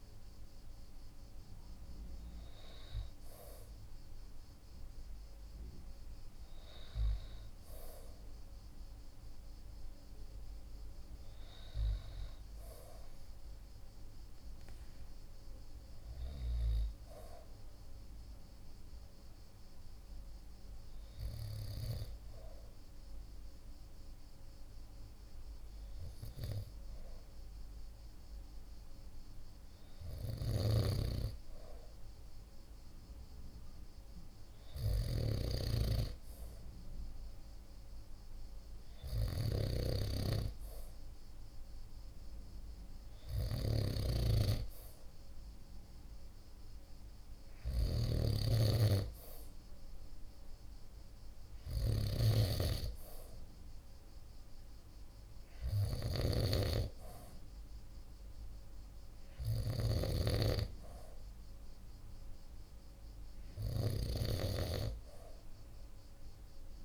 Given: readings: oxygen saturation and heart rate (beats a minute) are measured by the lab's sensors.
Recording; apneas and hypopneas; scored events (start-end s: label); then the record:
breathing in sleep by a room microphone; 1
16.00-31.00 s: hypopnea (oxygen 97% before, 95% lowest, heart rate 50 before, 47 extreme, up 1 after)
32.50-36.00 s: arousal
43.50-48.00 s: snoring (device-marked)
From the record:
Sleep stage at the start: N2 (light sleep); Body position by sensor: on the right side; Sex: male